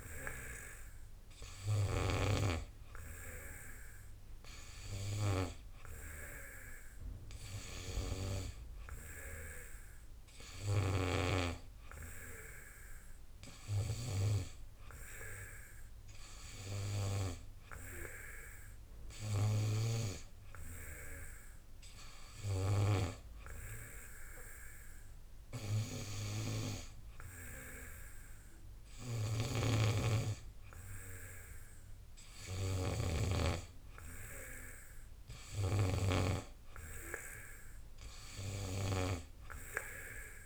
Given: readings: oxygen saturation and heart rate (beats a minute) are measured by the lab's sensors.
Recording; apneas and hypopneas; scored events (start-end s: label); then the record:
breathing in sleep by a room microphone; none
none scored
From the record:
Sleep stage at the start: N2 (light sleep); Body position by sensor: on the back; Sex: male